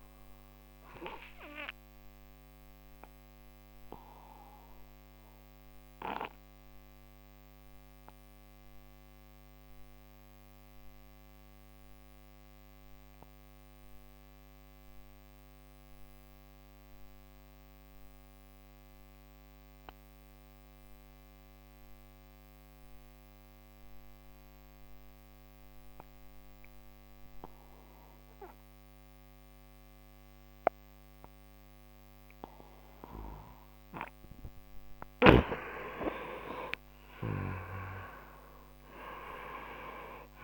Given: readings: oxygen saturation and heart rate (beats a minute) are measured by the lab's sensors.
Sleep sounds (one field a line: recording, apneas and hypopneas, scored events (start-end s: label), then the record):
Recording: breathing in sleep by a microphone on the trachea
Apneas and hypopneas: 1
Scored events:
0.00-21.50 s: oxygen desaturation (device-marked, oxygen 89% lowest)
1.50-33.50 s: obstructive apnea (oxygen 97% before, 88% lowest)
36.00-40.00 s: arousal
From the record:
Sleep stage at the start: N2 (light sleep)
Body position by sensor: on the right side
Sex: male